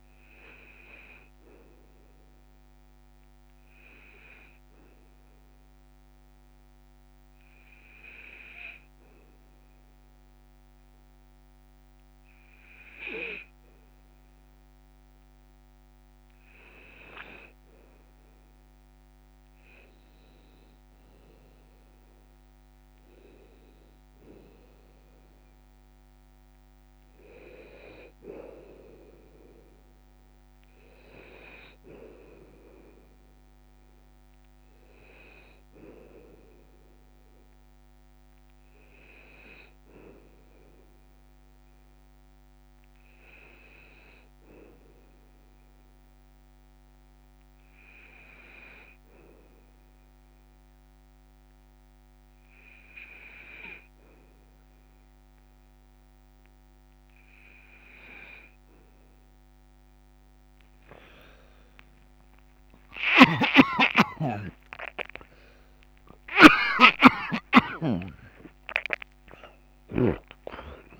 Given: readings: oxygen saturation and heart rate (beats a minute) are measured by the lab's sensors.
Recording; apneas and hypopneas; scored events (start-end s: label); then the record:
breathing in sleep by a microphone on the trachea; 2
1.50-17.00 s: obstructive apnea (oxygen 96% before, 94% lowest, heart rate 57 before, 53 extreme, up 7 after)
19.50-23.00 s: arousal
42.50-58.50 s: hypopnea (oxygen 96% before, 94% lowest, heart rate 57 before, 52 extreme, up 19 after)
55.00-71.00 s: new sleep stage, N1 (lightest sleep)
62.00-68.00 s: arousal
63.00-70.50 s: snoring (device-marked)
66.50-68.50 s: long interval between heartbeats (device-marked, heart rate 56 before, 71 extreme)
70.00-71.00 s: oxygen desaturation (device-marked, oxygen 97% before, 94% lowest, heart rate 59 before, 56 extreme)
From the record:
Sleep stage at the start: N2 (light sleep); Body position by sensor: on the back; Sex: male